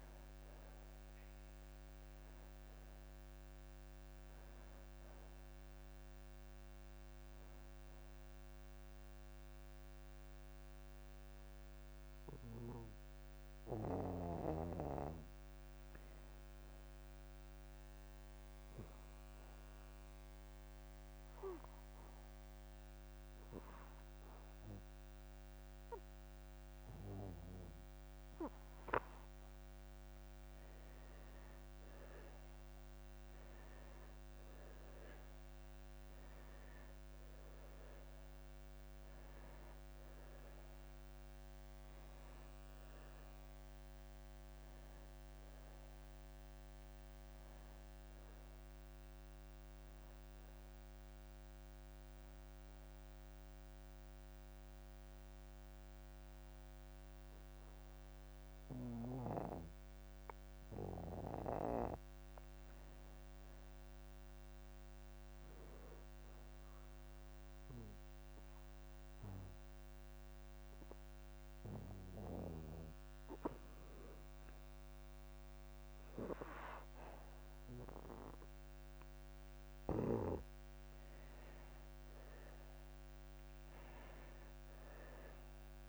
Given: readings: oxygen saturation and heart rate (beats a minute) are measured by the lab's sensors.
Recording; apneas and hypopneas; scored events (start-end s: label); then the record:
breathing in sleep by a microphone on the trachea; 2
0.00-10.50 s: oxygen desaturation (device-marked, oxygen 89% lowest)
3.50-5.50 s: long interval between heartbeats (device-marked)
7.50-85.89 s: new sleep stage, N2 (light sleep)
12.00-14.00 s: long interval between heartbeats (device-marked)
19.00-30.50 s: obstructive apnea (oxygen 97% before, 87% lowest)
26.00-28.00 s: long interval between heartbeats (device-marked)
26.50-61.50 s: oxygen desaturation (device-marked, oxygen 96% before, 87% lowest)
32.00-35.50 s: arousal
32.50-34.50 s: long interval between heartbeats (device-marked)
53.00-72.50 s: hypopnea (oxygen 96% before, 87% lowest)
61.50-63.50 s: long interval between heartbeats (device-marked)
73.00-75.00 s: long interval between heartbeats (device-marked)
76.00-79.00 s: arousal
76.50-85.89 s: oxygen desaturation (device-marked, oxygen 97% before, 88% lowest)
82.50-84.50 s: long interval between heartbeats (device-marked)
From the record:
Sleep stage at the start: N1 (lightest sleep); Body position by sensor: on the back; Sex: male